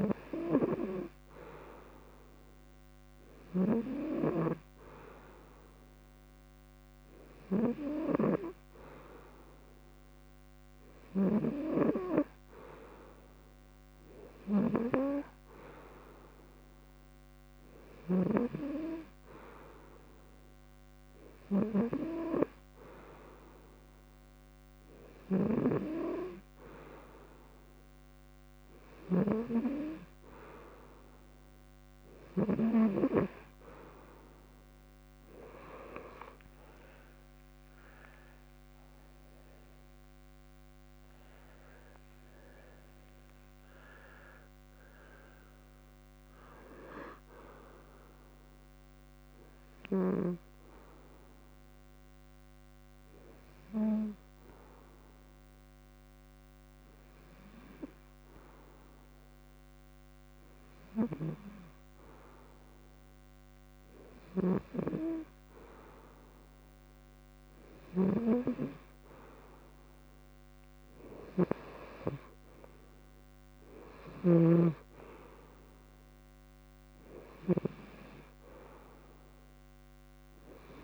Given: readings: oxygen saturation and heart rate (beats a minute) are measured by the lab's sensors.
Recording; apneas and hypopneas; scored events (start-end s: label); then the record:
breathing in sleep by a microphone on the trachea; 1
35.50-40.00 s: arousal
50.00-62.50 s: hypopnea (oxygen 94% before, 92% lowest, heart rate 104 before, 62 extreme)
64.50-67.50 s: arousal
68.50-80.84 s: oxygen desaturation (device-marked, oxygen 97% before, 92% lowest, heart rate 109 before, 37 extreme)
70.50-74.00 s: snoring (device-marked)
From the record:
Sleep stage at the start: N2 (light sleep); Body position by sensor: on the front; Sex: male